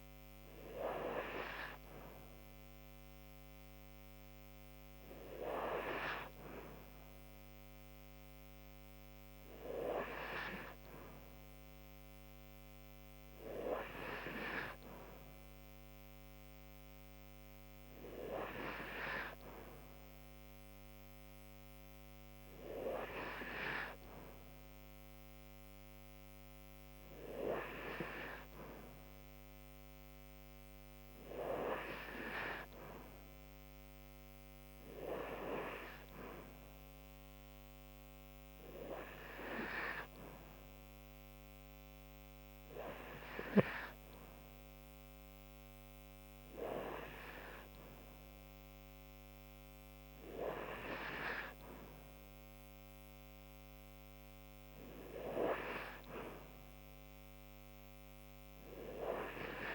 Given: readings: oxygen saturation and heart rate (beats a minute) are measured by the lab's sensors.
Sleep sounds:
breathing in sleep by a microphone on the trachea; none
none scored
From the record:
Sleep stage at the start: N2 (light sleep); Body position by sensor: on the right side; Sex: female

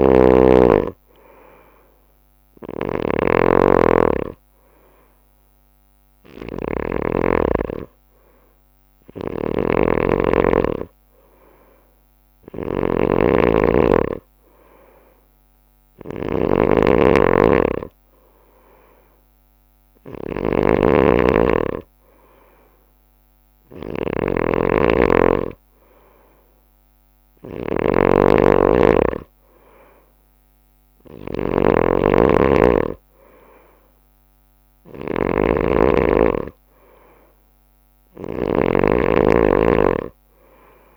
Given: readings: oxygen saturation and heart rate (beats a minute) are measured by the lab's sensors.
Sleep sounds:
breathing in sleep by a microphone on the trachea; none
0.00-7.00 s: snoring (device-marked)
0.00-7.50 s: bradycardia (device-marked, heart rate 52 extreme)
9.00-40.97 s: snoring (device-marked)
10.50-40.97 s: bradycardia (device-marked, heart rate 58 before, 39 extreme)
13.50-19.50 s: drop in pulse transit time (device-marked, heart rate 57 before, 54 extreme)
22.00-24.00 s: long interval between heartbeats (device-marked, heart rate 56 before, 54 extreme)
29.00-31.00 s: long interval between heartbeats (device-marked, heart rate 54 before, 50 extreme)
29.50-39.50 s: drop in pulse transit time (device-marked, heart rate 53 before, 47 extreme)
36.50-38.50 s: long interval between heartbeats (device-marked, heart rate 50 before, 49 extreme)
From the record:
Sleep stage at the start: N2 (light sleep); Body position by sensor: on the right side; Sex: male

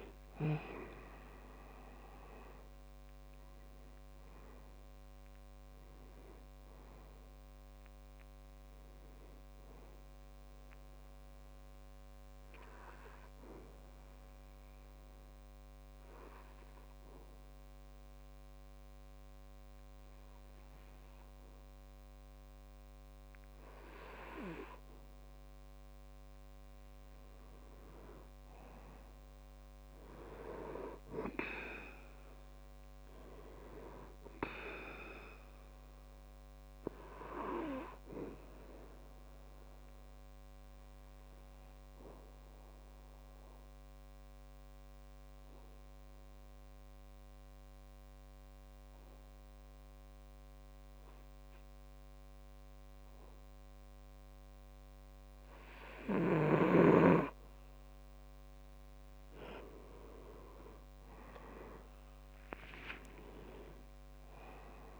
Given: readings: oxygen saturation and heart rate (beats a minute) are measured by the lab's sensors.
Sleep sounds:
breathing in sleep by a microphone on the trachea; 2
0.00-1.50 s: arousal
4.50-31.50 s: oxygen desaturation (device-marked, oxygen 98% before, 91% lowest, heart rate 67 before, 63 extreme)
11.50-27.50 s: obstructive apnea (oxygen 98% before, 90% lowest, heart rate 71 before, 63 extreme, up 6 after)
29.00-31.50 s: arousal
38.50-57.00 s: obstructive apnea (oxygen 99% before, 90% lowest, heart rate 67 before, 64 extreme, up 6 after)
61.00-64.50 s: arousal
61.50-65.00 s: oxygen desaturation (device-marked, oxygen 98% before, 90% lowest, heart rate 66 before, 62 extreme)
From the record:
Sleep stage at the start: N2 (light sleep); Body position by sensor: on the back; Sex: male

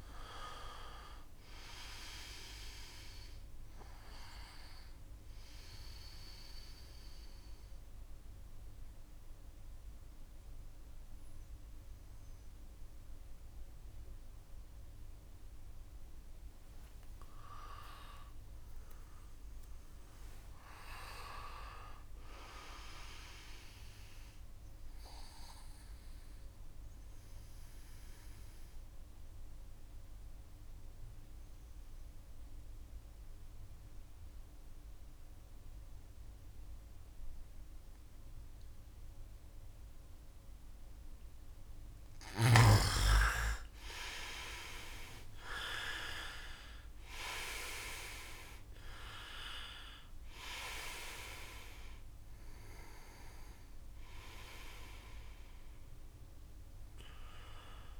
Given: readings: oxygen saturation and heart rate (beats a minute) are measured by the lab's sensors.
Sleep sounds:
breathing in sleep by a room microphone; 2
0.00-3.00 s: arousal
0.00-15.50 s: oxygen desaturation (device-marked, oxygen 88% lowest, heart rate 63 extreme)
6.00-16.00 s: central apnea (oxygen 96% before, 87% lowest, heart rate 68 before, 63 extreme, up 9 after)
17.50-21.50 s: arousal
24.50-37.50 s: oxygen desaturation (device-marked, oxygen 98% before, 94% lowest, heart rate 68 before, 63 extreme)
27.50-40.50 s: obstructive apnea (oxygen 98% before, 87% lowest, heart rate 67 before, 63 extreme, up 6 after)
42.50-47.00 s: arousal
44.50-58.00 s: oxygen desaturation (device-marked, oxygen 95% before, 87% lowest, heart rate 65 before, 63 extreme)
From the record:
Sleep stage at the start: N2 (light sleep); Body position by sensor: on the right side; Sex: male

